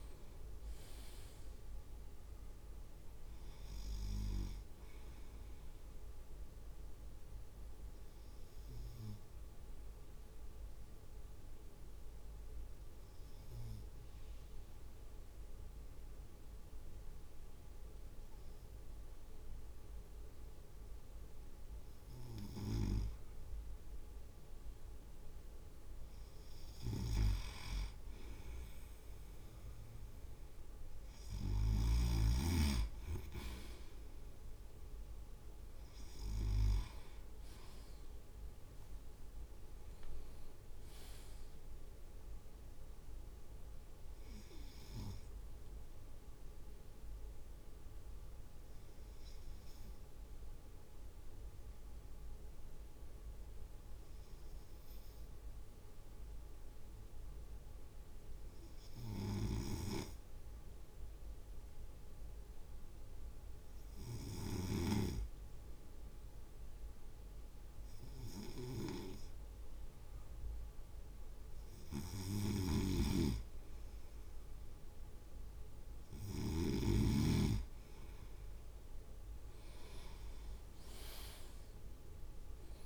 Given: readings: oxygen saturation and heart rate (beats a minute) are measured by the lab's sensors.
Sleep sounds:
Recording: breathing in sleep by a room microphone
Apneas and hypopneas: 2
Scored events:
6.50-25.50 s: obstructive apnea (oxygen 98% before, 97% lowest)
22.50-32.00 s: snoring (device-marked)
38.00-39.50 s: leg movement (device-marked)
38.00-41.50 s: arousal
45.50-69.50 s: obstructive apnea (oxygen 99% before, 97% lowest)
64.00-76.50 s: snoring (device-marked)
79.00-80.00 s: leg movement (device-marked)
80.00-82.86 s: arousal
From the record:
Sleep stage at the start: N2 (light sleep)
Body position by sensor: on the right side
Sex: male

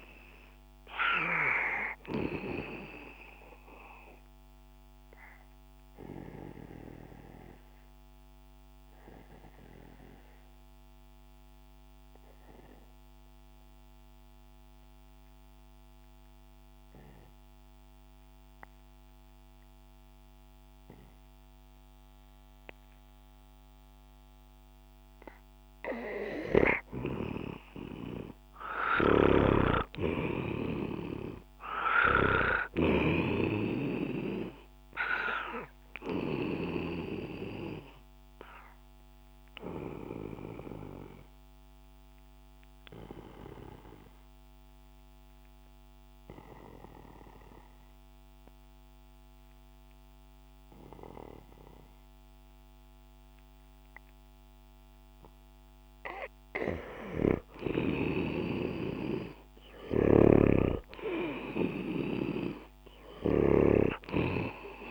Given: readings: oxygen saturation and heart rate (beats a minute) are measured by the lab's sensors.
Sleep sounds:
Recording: breathing in sleep by a microphone on the trachea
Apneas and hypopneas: 2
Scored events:
0.00-20.00 s: oxygen desaturation (device-marked, oxygen 88% lowest, heart rate 61 extreme)
4.50-25.50 s: obstructive apnea (oxygen 97% before, 88% lowest, heart rate 68 before, 61 extreme, up 12 after)
27.50-30.50 s: arousal
33.00-57.00 s: oxygen desaturation (device-marked, oxygen 98% before, 88% lowest, heart rate 63 before, 62 extreme)
36.00-55.00 s: obstructive apnea (oxygen 98% before, 88% lowest, heart rate 65 before, 62 extreme, up 9 after)
58.50-62.50 s: arousal
60.50-64.00 s: snoring (device-marked)
From the record:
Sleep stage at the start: N2 (light sleep)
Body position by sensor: on the back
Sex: male

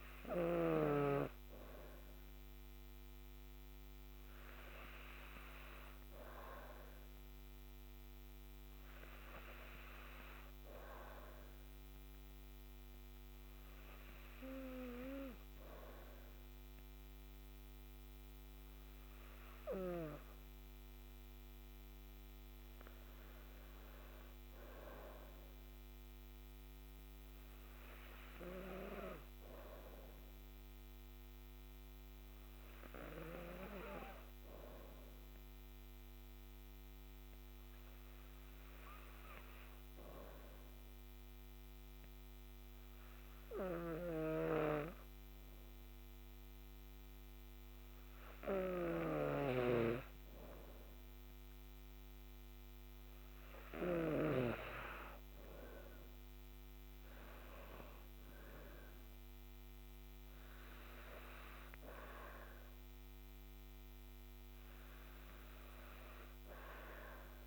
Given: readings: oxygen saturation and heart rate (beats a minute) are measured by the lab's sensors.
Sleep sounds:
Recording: breathing in sleep by a microphone on the trachea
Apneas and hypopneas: 1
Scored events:
0.00-9.50 s: oxygen desaturation (device-marked, oxygen 94% lowest, heart rate 80 extreme)
36.00-51.00 s: hypopnea (oxygen 96% before, 92% lowest, heart rate 119 before, 69 extreme)
44.50-54.50 s: snoring (device-marked)
54.50-67.46 s: oxygen desaturation (device-marked, oxygen 96% before, 92% lowest, heart rate 102 before, 127 extreme)
58.50-62.00 s: arousal
From the record:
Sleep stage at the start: N2 (light sleep)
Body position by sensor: on the back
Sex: female

